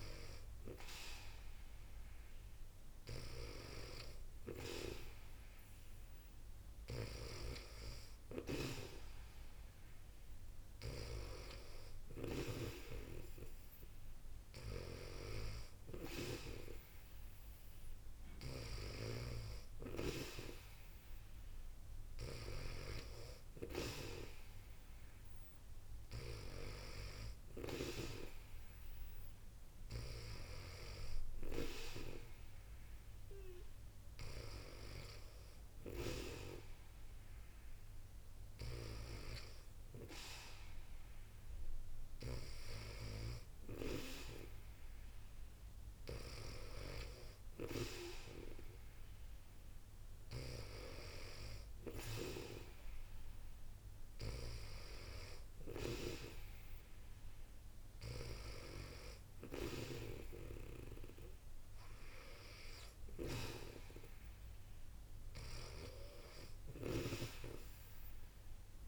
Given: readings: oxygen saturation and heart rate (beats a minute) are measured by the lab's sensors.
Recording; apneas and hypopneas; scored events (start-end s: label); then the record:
breathing in sleep by a room microphone; none
14.50-19.00 s: snoring (device-marked)
65.00-68.88 s: snoring (device-marked)
From the record:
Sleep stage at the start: N2 (light sleep); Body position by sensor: on the back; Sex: female